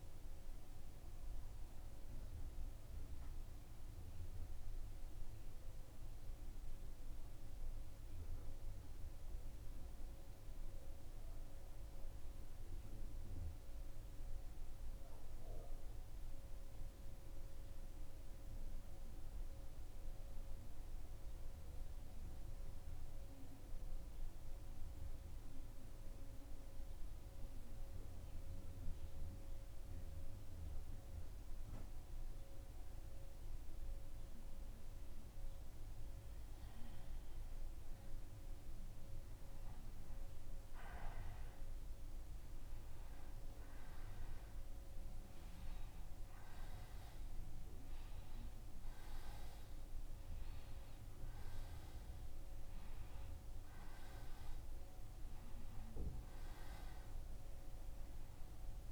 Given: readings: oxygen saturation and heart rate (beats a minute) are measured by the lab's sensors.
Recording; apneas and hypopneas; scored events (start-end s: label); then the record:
breathing in sleep, hard to hear, by a room microphone; 1
0.00-22.50 s: oxygen desaturation (device-marked, oxygen 89% lowest, heart rate 78 extreme)
8.00-36.50 s: central apnea (oxygen 96% before, 88% lowest, heart rate 80 before, 78 extreme, up 0 after)
39.00-44.00 s: arousal
From the record:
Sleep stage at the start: N1 (lightest sleep); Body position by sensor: on the back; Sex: male